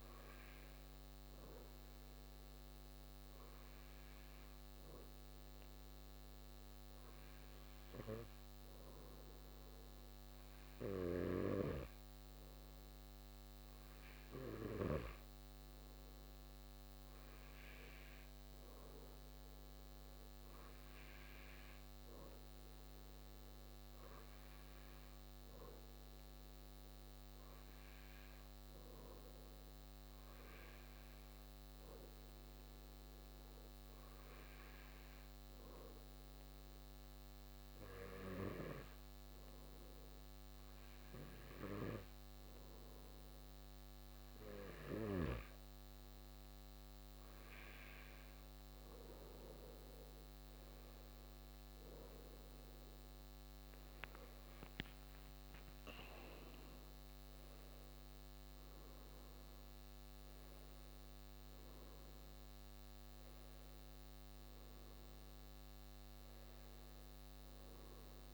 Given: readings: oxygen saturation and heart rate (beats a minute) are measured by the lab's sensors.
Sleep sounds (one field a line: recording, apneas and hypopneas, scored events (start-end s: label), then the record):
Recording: breathing in sleep by a microphone on the trachea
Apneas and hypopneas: 1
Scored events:
34.00-46.00 s: obstructive apnea (oxygen 96% before, 93% lowest)
52.00-56.50 s: arousal
From the record:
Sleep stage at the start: N2 (light sleep)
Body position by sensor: on the back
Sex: male